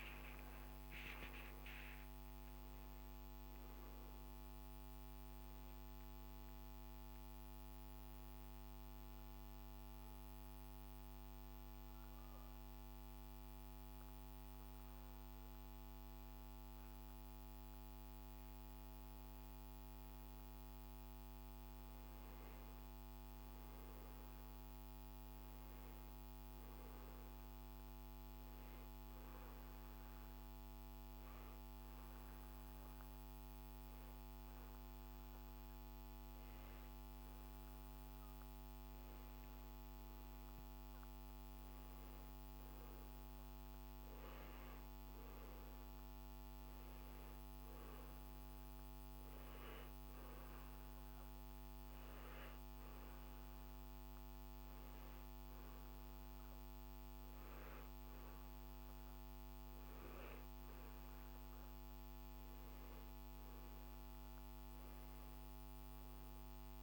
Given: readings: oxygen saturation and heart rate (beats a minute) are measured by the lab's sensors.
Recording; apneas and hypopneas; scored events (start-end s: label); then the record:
breathing in sleep, hard to hear, by a microphone on the trachea; 3
0.00-2.50 s: arousal
8.50-18.50 s: obstructive apnea (oxygen 95% before, 91% lowest, heart rate 62 before, 52 extreme, up 5 after)
20.00-24.50 s: arousal
25.50-38.50 s: oxygen desaturation (device-marked, oxygen 96% before, 91% lowest, heart rate 56 before, 52 extreme)
29.00-40.00 s: obstructive apnea (oxygen 96% before, 91% lowest, heart rate 55 before, 53 extreme, up 9 after)
42.50-46.00 s: arousal
51.00-62.00 s: hypopnea (oxygen 96% before, 93% lowest, heart rate 57 before, 56 extreme, up 2 after)
65.00-66.83 s: arousal
From the record:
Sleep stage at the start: N2 (light sleep); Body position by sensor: on the back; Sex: male